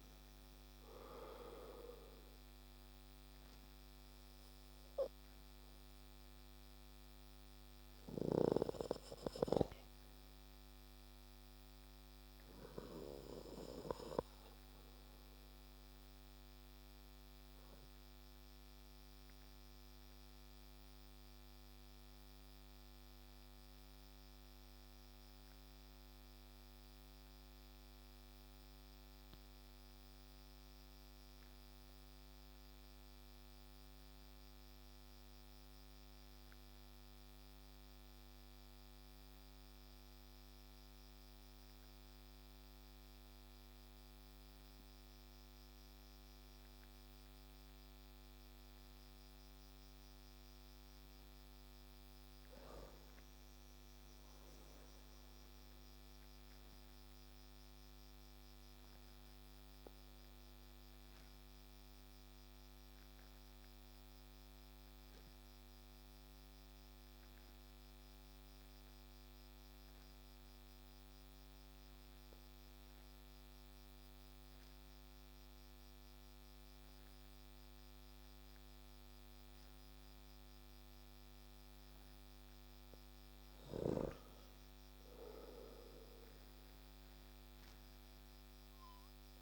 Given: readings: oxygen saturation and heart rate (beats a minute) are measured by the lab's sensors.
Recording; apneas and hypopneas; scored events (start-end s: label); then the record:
breathing in sleep by a microphone on the trachea; 2
0.00-5.50 s: oxygen desaturation (device-marked, oxygen 93% lowest)
3.00-51.00 s: obstructive apnea (oxygen 98% before, 90% lowest)
14.50-30.50 s: oxygen desaturation (device-marked, oxygen 94% before, 90% lowest, heart rate 31 before, 27 extreme)
52.50-56.00 s: arousal
53.50-65.50 s: oxygen desaturation (device-marked, oxygen 97% before, 93% lowest, heart rate 36 before, 29 extreme)
57.50-78.00 s: obstructive apnea (oxygen 98% before, 91% lowest, heart rate 35 before, 30 extreme, up 0 after)
79.50-88.50 s: oxygen desaturation (device-marked, oxygen 95% before, 91% lowest)
80.00-84.00 s: arousal
From the record:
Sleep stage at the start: N2 (light sleep); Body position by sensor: on the back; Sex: male